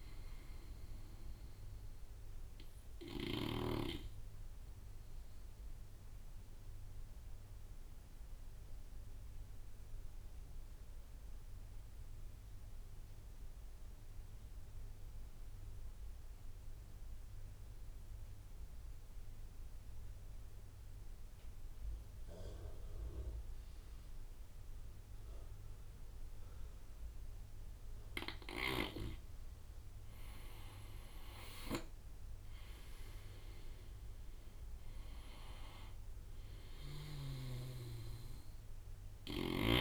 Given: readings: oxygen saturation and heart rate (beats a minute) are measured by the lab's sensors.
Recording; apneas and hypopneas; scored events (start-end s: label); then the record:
breathing in sleep by a room microphone; 1
0.00-3.00 s: snoring (device-marked)
0.00-8.00 s: oxygen desaturation (device-marked, oxygen 87% lowest)
2.50-27.50 s: obstructive apnea (oxygen 96% before, 85% lowest)
25.00-39.81 s: oxygen desaturation (device-marked, oxygen 96% before, 86% lowest)
29.00-32.50 s: arousal
From the record:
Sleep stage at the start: N2 (light sleep); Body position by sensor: on the right side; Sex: male